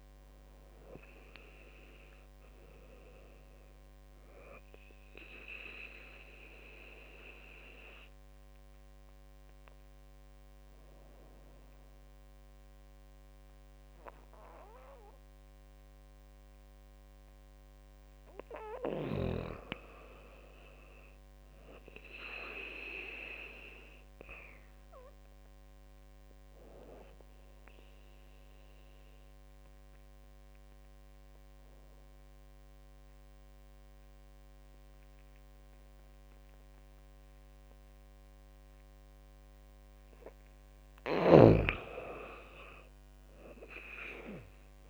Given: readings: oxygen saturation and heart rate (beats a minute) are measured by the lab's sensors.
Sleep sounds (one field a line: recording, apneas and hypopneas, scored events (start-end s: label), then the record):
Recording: breathing in sleep by a microphone on the trachea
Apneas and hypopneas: 2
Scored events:
0.00-9.00 s: drop in pulse transit time (device-marked, heart rate 82 extreme)
0.00-16.00 s: oxygen desaturation (device-marked, oxygen 98% before, 92% lowest, heart rate 78 before, 72 extreme)
4.00-16.00 s: obstructive apnea (oxygen 98% before, 88% lowest, heart rate 79 before, 72 extreme, up 10 after)
18.50-21.50 s: arousal
24.50-38.50 s: obstructive apnea (oxygen 98% before, 88% lowest, heart rate 80 before, 70 extreme, up 17 after)
27.00-37.00 s: oxygen desaturation (device-marked, oxygen 98% before, 92% lowest, heart rate 80 before, 70 extreme)
42.00-44.90 s: arousal
43.00-44.90 s: drop in pulse transit time (device-marked, heart rate 78 before, 73 extreme)
From the record:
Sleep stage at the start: N2 (light sleep)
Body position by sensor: on the back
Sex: female